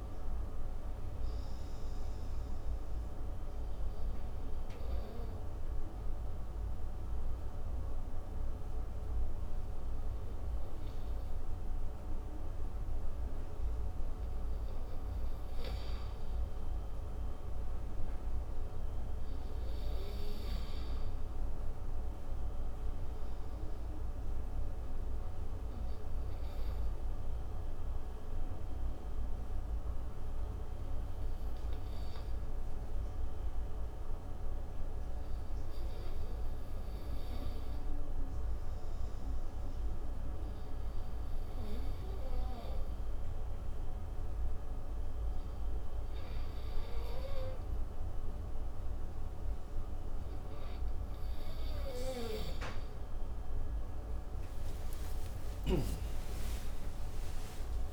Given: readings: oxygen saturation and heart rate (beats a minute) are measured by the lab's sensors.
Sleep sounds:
breathing in sleep, hard to hear, by a room microphone; 3
0.00-1.00 s: arousal
0.00-3.00 s: oxygen desaturation (device-marked, oxygen 89% lowest)
3.50-14.50 s: obstructive apnea (oxygen 95% before, 85% lowest)
16.50-19.50 s: arousal
23.00-33.00 s: obstructive apnea (oxygen 98% before, 85% lowest)
26.00-40.00 s: oxygen desaturation (device-marked, oxygen 97% before, 91% lowest)
35.00-37.50 s: arousal
41.50-51.50 s: obstructive apnea (oxygen 97% before, 85% lowest)
52.00-57.93 s: tachycardia (device-marked)
55.00-57.93 s: arousal
From the record:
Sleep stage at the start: N2 (light sleep); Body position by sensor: on the front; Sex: male

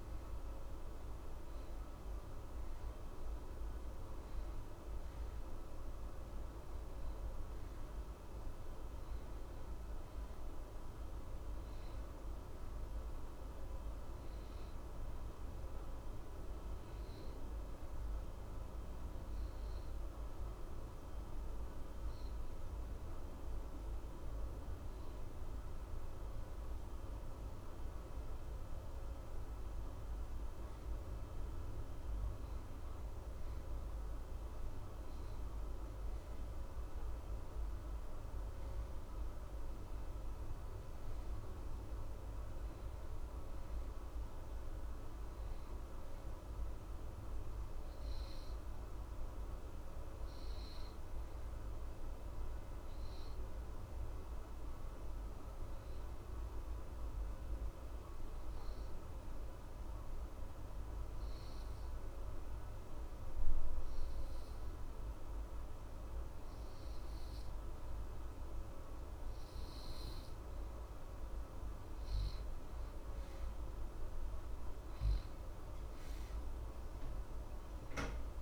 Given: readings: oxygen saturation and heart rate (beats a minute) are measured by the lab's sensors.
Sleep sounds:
breathing in sleep, hard to hear, by a room microphone; 2
0.50-21.50 s: oxygen desaturation (device-marked, oxygen 94% before, 91% lowest, heart rate 66 before, 63 extreme)
16.00-26.50 s: hypopnea (oxygen 94% before, 89% lowest, heart rate 65 before, 63 extreme, up 0 after)
25.50-78.42 s: new sleep stage, N2 (light sleep)
30.00-33.50 s: arousal
57.00-70.50 s: obstructive apnea (oxygen 92% before, 89% lowest, heart rate 63 before, 62 extreme, up 0 after)
74.50-78.00 s: arousal
From the record:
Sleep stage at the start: N1 (lightest sleep); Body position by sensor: on the back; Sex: male

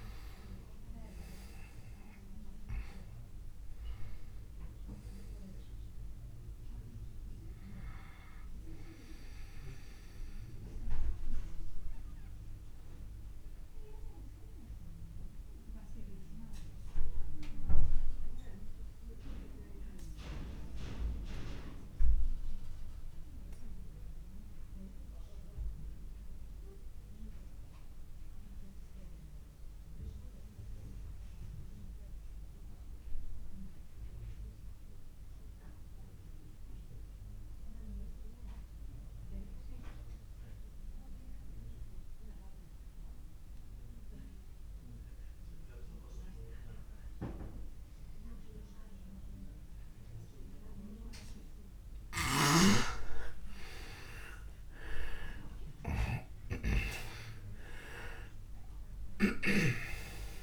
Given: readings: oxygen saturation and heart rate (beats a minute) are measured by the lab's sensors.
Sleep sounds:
breathing in sleep by a room microphone; 1
0.00-28.50 s: oxygen desaturation (device-marked, oxygen 86% lowest)
9.50-50.50 s: obstructive apnea (oxygen 99% before, 85% lowest)
47.50-60.43 s: oxygen desaturation (device-marked, oxygen 99% before, 85% lowest)
52.50-57.00 s: arousal
From the record:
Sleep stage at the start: REM sleep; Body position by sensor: on the back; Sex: male

